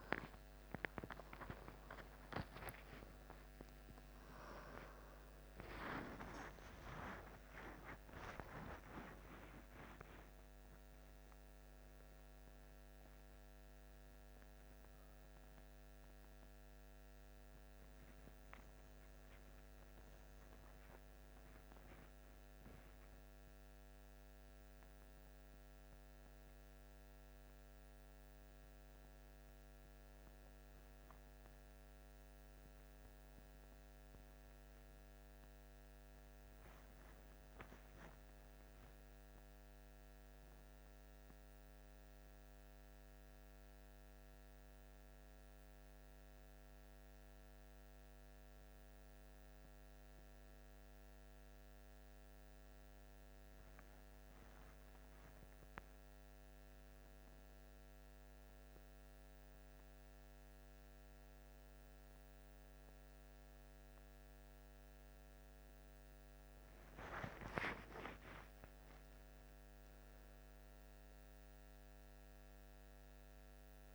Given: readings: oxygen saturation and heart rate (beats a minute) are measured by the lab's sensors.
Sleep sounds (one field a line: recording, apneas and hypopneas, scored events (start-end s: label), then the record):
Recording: a person awake in a sleep study, by a microphone on the trachea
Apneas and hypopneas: none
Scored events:
none scored
From the record:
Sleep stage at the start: awake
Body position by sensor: on the back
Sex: male